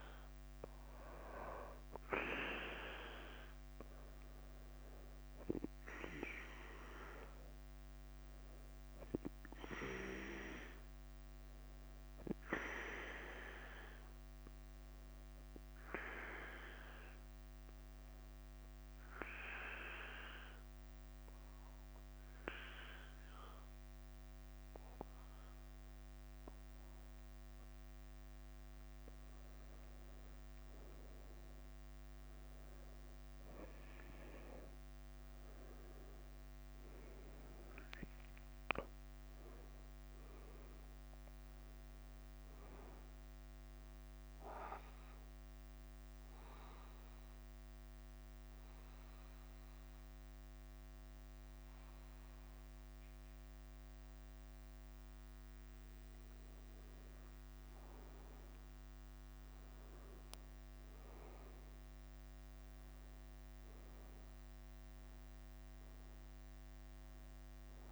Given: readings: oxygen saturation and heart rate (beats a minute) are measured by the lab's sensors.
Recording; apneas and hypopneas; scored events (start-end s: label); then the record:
breathing in sleep by a microphone on the trachea; 2
0.00-59.00 s: bradycardia (device-marked, heart rate 42 extreme)
4.00-8.00 s: arousal
5.00-20.00 s: oxygen desaturation (device-marked, oxygen 98% before, 94% lowest, heart rate 49 before, 47 extreme)
15.00-26.00 s: obstructive apnea (oxygen 98% before, 94% lowest, heart rate 51 before, 47 extreme, up 5 after)
46.00-56.00 s: obstructive apnea (oxygen 97% before, 95% lowest, heart rate 52 before, 42 extreme, up 18 after)
58.00-62.00 s: arousal
62.00-67.92 s: bradycardia (device-marked, heart rate 51 before, 42 extreme)
From the record:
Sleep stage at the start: N2 (light sleep); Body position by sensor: on the back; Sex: male